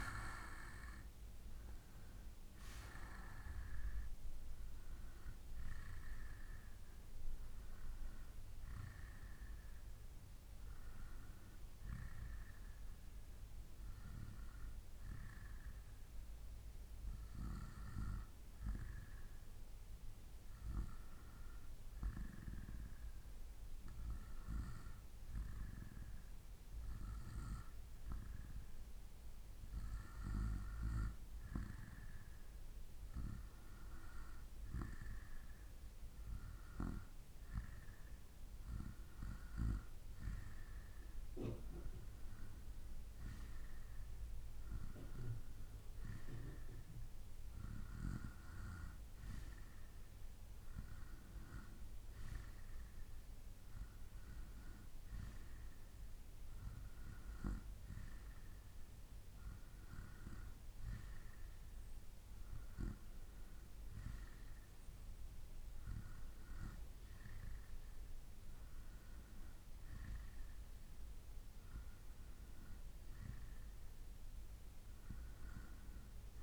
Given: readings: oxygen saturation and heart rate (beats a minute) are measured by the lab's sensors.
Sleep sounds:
breathing in sleep by a room microphone; 1
0.00-12.50 s: oxygen desaturation (device-marked, oxygen 87% lowest, heart rate 58 extreme)
12.50-14.50 s: bradycardia (device-marked, heart rate 88 before, 61 extreme)
15.00-31.50 s: hypopnea (oxygen 97% before, 91% lowest, heart rate 66 before, 62 extreme, up 4 after)
34.00-37.50 s: arousal
34.50-61.50 s: oxygen desaturation (device-marked, oxygen 96% before, 91% lowest, heart rate 63 before, 60 extreme)
From the record:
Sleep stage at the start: N2 (light sleep); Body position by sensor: on the right side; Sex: male

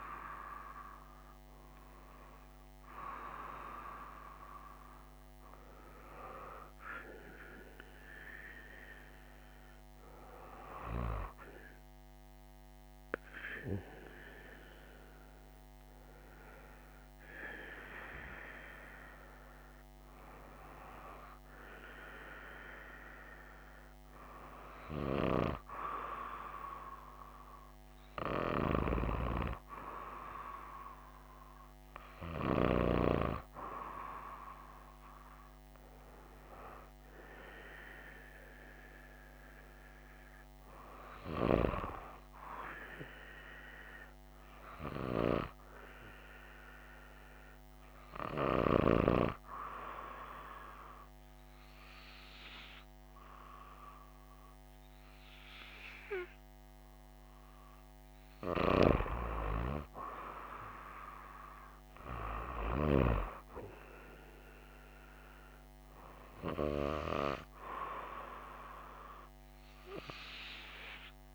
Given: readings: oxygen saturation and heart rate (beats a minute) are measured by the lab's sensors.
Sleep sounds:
breathing in sleep by a microphone on the trachea; 1
32.50-36.50 s: arousal
45.50-59.50 s: hypopnea (oxygen 95% before, 93% lowest, heart rate 63 before, 58 extreme, up 4 after)
60.50-65.00 s: arousal
From the record:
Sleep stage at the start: N2 (light sleep); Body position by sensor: on the right side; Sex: female

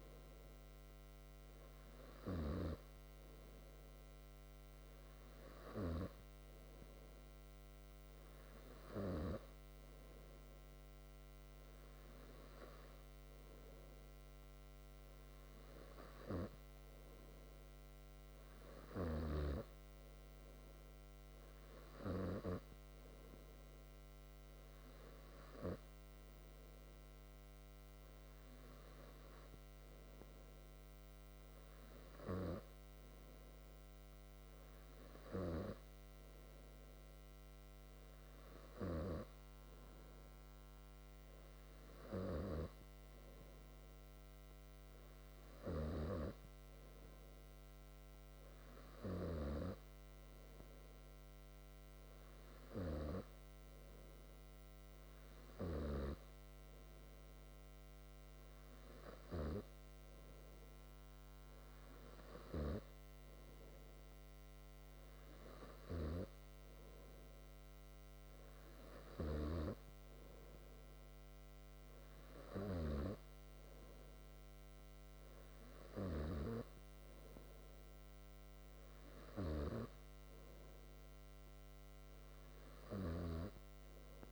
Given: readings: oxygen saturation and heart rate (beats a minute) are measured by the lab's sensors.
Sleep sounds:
breathing in sleep by a microphone on the trachea; none
none scored
From the record:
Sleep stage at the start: N3 (deep sleep); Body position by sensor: on the back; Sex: male

